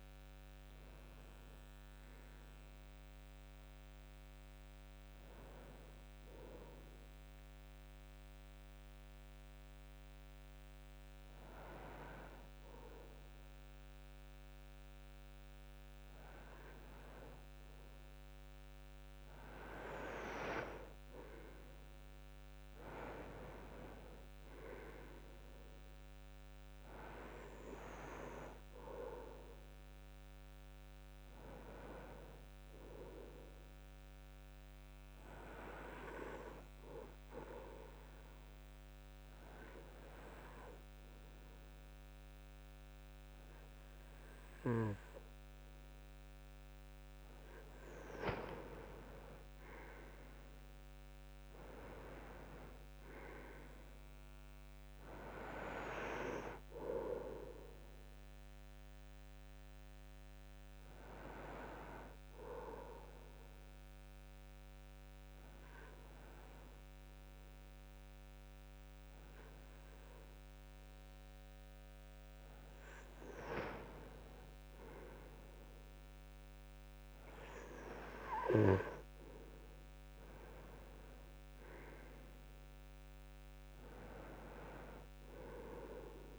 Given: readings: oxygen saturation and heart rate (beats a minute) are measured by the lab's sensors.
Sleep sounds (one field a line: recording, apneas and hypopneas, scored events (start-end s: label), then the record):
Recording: breathing in sleep by a microphone on the trachea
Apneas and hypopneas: 3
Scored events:
0.00-6.50 s: oxygen desaturation (device-marked, oxygen 93% lowest, heart rate 69 extreme)
7.00-18.50 s: hypopnea (oxygen 96% before, 93% lowest, heart rate 81 before, 69 extreme, up 6 after)
21.00-24.50 s: arousal
34.00-46.50 s: hypopnea (oxygen 97% before, 93% lowest, heart rate 73 before, 64 extreme, up 6 after)
49.50-53.00 s: arousal
62.50-73.50 s: obstructive apnea (oxygen 96% before, 93% lowest, heart rate 72 before, 68 extreme, up 3 after)
78.00-82.00 s: arousal
From the record:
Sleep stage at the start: N2 (light sleep)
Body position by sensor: on the back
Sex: male